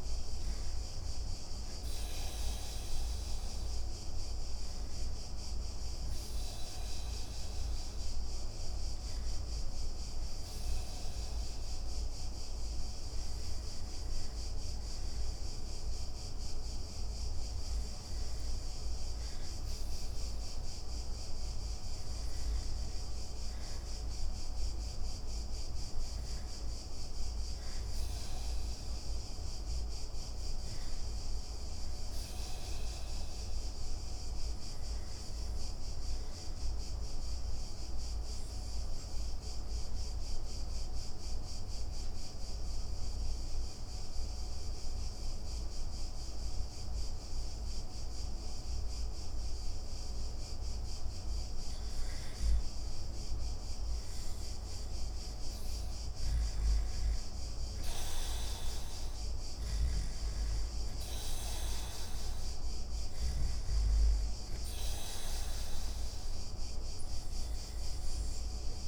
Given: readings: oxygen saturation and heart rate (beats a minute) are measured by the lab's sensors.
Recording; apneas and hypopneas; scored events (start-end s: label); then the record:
breathing in sleep, hard to hear, by a room microphone; 2
2.00-19.00 s: oxygen desaturation (device-marked, oxygen 96% before, 86% lowest)
3.50-18.50 s: hypopnea (oxygen 96% before, 82% lowest)
21.00-24.50 s: arousal
32.00-50.50 s: obstructive apnea (oxygen 97% before, 81% lowest)
53.50-58.00 s: arousal
66.00-68.87 s: oxygen desaturation (device-marked, oxygen 93% before, 81% lowest)
From the record:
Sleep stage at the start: REM sleep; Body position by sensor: on the back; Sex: male